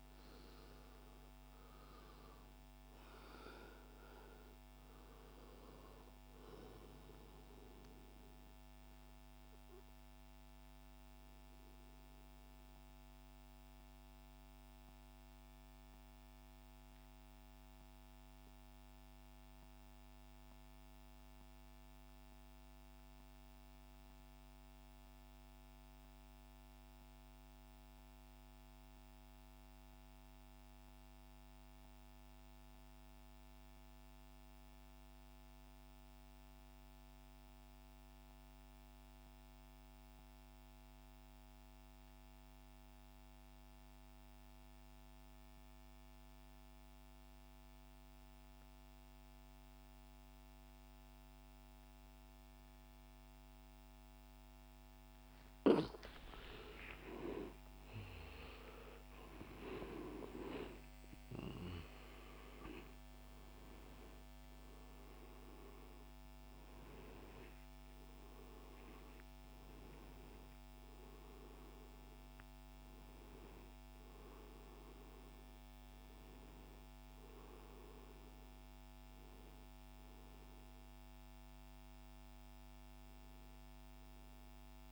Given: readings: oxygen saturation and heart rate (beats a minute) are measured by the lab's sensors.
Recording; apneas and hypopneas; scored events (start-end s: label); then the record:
breathing in sleep by a microphone on the trachea; 1
0.00-21.50 s: oxygen desaturation (device-marked, oxygen 86% lowest, heart rate 60 extreme)
10.50-55.00 s: mixed apnea (oxygen 96% before, 86% lowest, heart rate 73 before, 60 extreme, up 7 after)
38.50-70.50 s: oxygen desaturation (device-marked, oxygen 98% before, 88% lowest, heart rate 64 before, 67 extreme)
56.00-60.50 s: arousal
From the record:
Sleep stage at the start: N2 (light sleep); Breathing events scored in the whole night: 354 in 6.7 hours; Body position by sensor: on the back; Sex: male